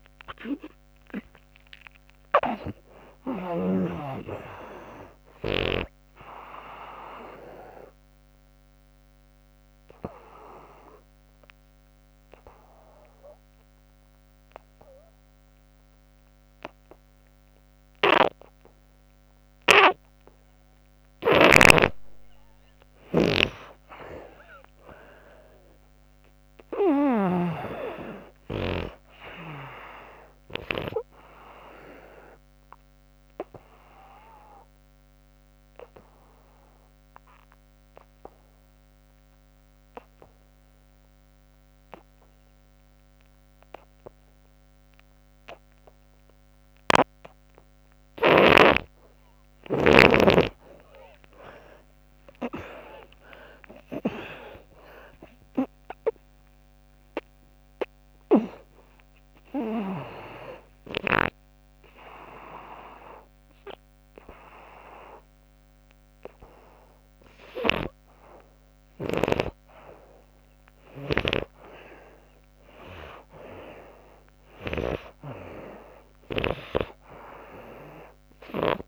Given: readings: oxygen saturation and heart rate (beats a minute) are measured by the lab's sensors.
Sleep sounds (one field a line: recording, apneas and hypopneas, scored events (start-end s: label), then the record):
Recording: breathing in sleep by a microphone on the trachea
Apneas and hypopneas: 3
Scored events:
0.00-17.50 s: oxygen desaturation (device-marked, oxygen 74% lowest, heart rate 67 extreme)
6.50-20.00 s: obstructive apnea (oxygen 97% before, 74% lowest, heart rate 92 before, 65 extreme, up 25 after)
20.50-27.00 s: snoring (device-marked)
25.00-28.50 s: arousal
30.50-45.50 s: oxygen desaturation (device-marked, oxygen 96% before, 78% lowest, heart rate 77 before, 64 extreme)
33.00-48.50 s: obstructive apnea (oxygen 97% before, 77% lowest, heart rate 78 before, 64 extreme)
47.50-59.50 s: snoring (device-marked)
50.50-69.50 s: oxygen desaturation (device-marked, oxygen 97% before, 77% lowest, heart rate 73 before, 65 extreme)
51.50-56.50 s: arousal
59.50-70.00 s: obstructive apnea (oxygen 97% before, 77% lowest, heart rate 84 before, 65 extreme, up 1 after)
68.50-74.50 s: snoring (device-marked)
72.00-75.50 s: arousal
74.50-78.87 s: oxygen desaturation (device-marked, oxygen 96% before, 86% lowest, heart rate 101 before, 65 extreme)
From the record:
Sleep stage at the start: N2 (light sleep)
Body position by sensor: on the back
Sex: female